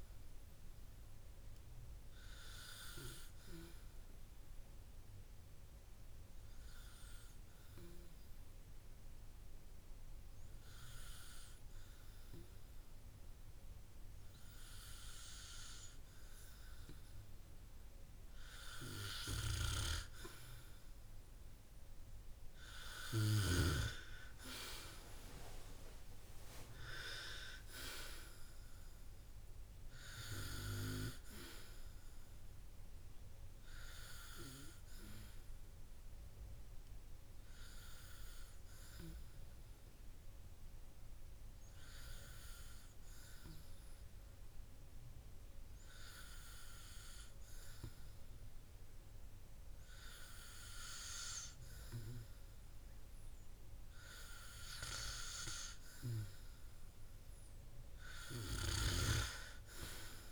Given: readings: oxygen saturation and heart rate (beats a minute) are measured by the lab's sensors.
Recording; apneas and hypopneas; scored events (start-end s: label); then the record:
breathing in sleep by a room microphone; 2
6.00-18.50 s: hypopnea (oxygen 97% before, 95% lowest, heart rate 66 before, 52 extreme, up 7 after)
20.00-24.00 s: arousal
40.50-54.00 s: hypopnea (oxygen 98% before, 95% lowest, heart rate 63 before, 52 extreme, up 9 after)
56.00-59.50 s: arousal
From the record:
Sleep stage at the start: N2 (light sleep); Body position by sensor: on the back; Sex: male